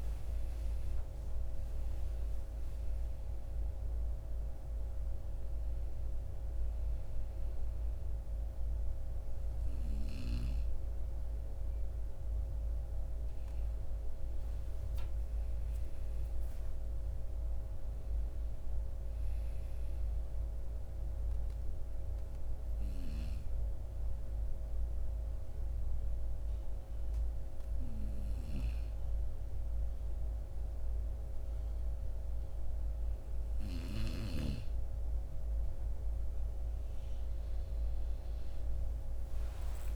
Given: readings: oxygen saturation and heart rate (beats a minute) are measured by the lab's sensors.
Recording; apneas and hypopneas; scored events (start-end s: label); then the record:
breathing in sleep by a room microphone; 1
19.50-29.50 s: obstructive apnea (oxygen 94% before, 90% lowest, heart rate 63 before, 57 extreme, up 3 after)
From the record:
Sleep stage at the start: N2 (light sleep); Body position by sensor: on the right side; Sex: male